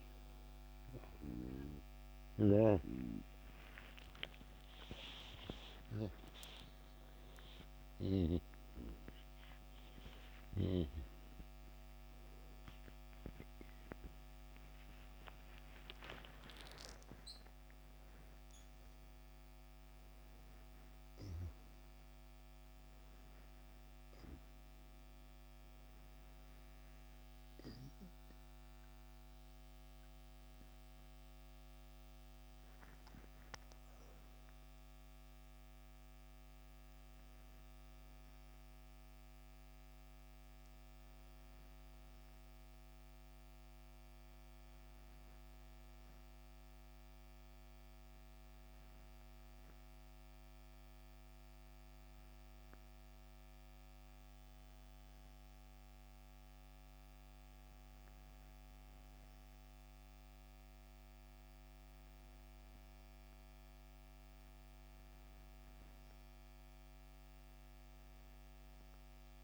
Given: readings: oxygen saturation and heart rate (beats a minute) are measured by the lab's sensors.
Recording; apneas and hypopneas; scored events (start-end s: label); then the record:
a person partly awake in a sleep study, by a microphone on the trachea; none
0.00-2.00 s: oxygen desaturation (device-marked, oxygen 91% lowest, heart rate 72 extreme)
18.00-42.00 s: oxygen desaturation (device-marked, oxygen 94% before, 90% lowest, heart rate 79 before, 68 extreme)
22.00-69.44 s: new sleep stage, N1 (lightest sleep)
From the record:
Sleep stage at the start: awake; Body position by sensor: on the back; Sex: male